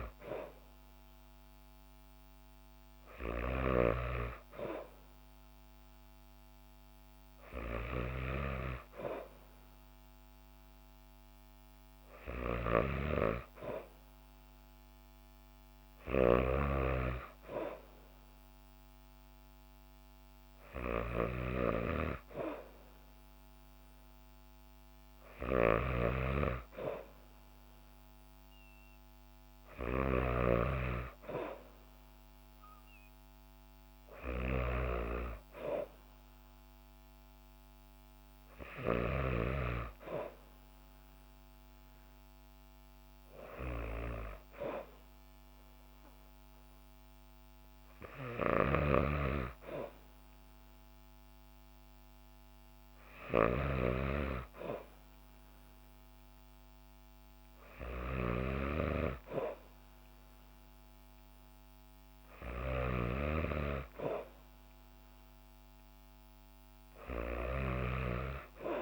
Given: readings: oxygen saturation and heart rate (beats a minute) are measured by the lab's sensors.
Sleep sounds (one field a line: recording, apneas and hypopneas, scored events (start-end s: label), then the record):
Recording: breathing in sleep by a microphone on the trachea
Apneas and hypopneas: none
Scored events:
48.50-53.50 s: snoring (device-marked)
From the record:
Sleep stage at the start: N2 (light sleep)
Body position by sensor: on the back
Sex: female